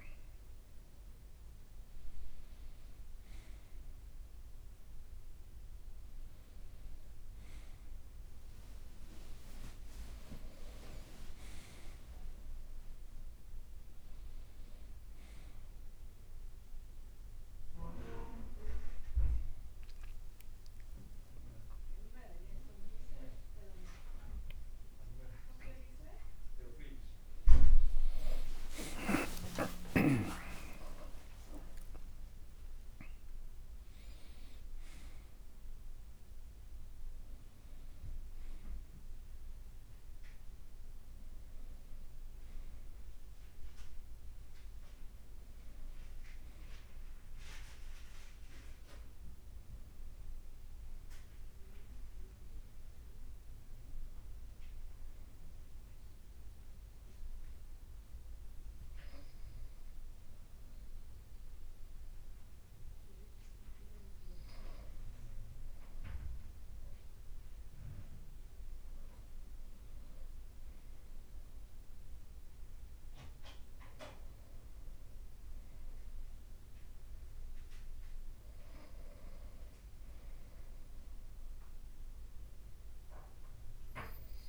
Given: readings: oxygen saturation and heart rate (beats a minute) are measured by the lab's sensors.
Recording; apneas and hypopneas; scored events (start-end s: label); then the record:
a person awake in a sleep study, by a room microphone; 1
7.50-14.00 s: leg movement (device-marked)
8.00-10.00 s: long interval between heartbeats (device-marked, heart rate 65 before, 62 extreme)
19.00-27.00 s: leg movement (device-marked)
27.00-33.00 s: leg movement (device-marked)
28.00-32.00 s: tachycardia (device-marked, heart rate 58 before, 102 extreme)
29.00-31.00 s: long interval between heartbeats (device-marked, heart rate 61 before, 70 extreme)
31.00-33.00 s: long interval between heartbeats (device-marked, heart rate 63 before, 102 extreme)
33.50-44.00 s: leg movement (device-marked)
45.00-75.00 s: new sleep stage, N1 (lightest sleep)
52.50-64.00 s: hypopnea (oxygen 99% before, 95% lowest, heart rate 72 before, 55 extreme, up 0 after)
66.50-70.00 s: arousal
75.00-84.49 s: new sleep stage, N2 (light sleep)
From the record:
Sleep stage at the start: awake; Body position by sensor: on the right side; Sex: male